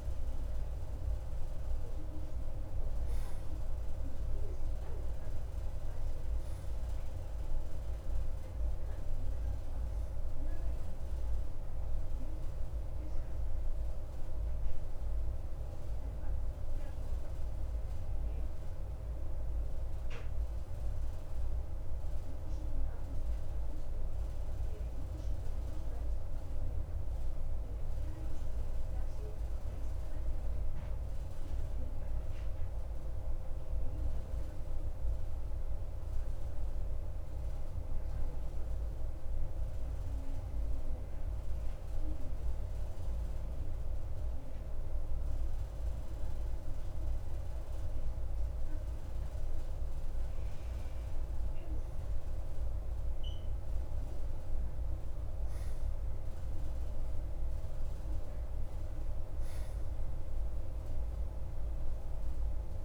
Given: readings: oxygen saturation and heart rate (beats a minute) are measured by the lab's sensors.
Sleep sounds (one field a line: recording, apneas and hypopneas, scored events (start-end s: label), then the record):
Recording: breathing in sleep, hard to hear, by a room microphone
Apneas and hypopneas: 1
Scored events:
0.00-24.00 s: oxygen desaturation (device-marked, oxygen 92% lowest, heart rate 54 extreme)
17.50-21.00 s: arousal
23.50-47.00 s: obstructive apnea (oxygen 95% before, 92% lowest, heart rate 54 before, 52 extreme, up 0 after)
From the record:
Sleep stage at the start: N2 (light sleep)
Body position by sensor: on the right side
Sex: male